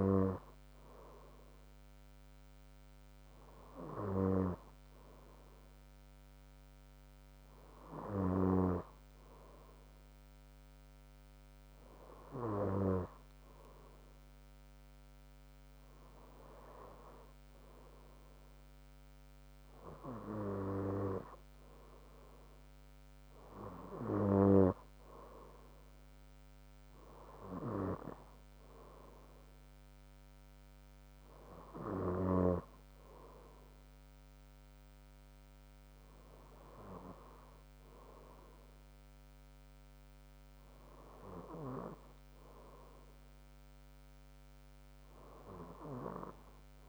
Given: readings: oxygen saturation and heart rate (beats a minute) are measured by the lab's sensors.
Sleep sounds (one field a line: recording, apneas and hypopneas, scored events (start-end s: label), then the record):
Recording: breathing in sleep by a microphone on the trachea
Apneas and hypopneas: none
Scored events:
0.00-2.00 s: bradycardia (device-marked, heart rate 55 extreme)
3.00-6.00 s: bradycardia (device-marked, heart rate 62 before, 58 extreme)
28.00-35.00 s: bradycardia (device-marked, heart rate 62 before, 58 extreme)
41.00-46.89 s: bradycardia (device-marked, heart rate 62 before, 57 extreme)
From the record:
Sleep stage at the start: N2 (light sleep)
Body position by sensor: on the front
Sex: female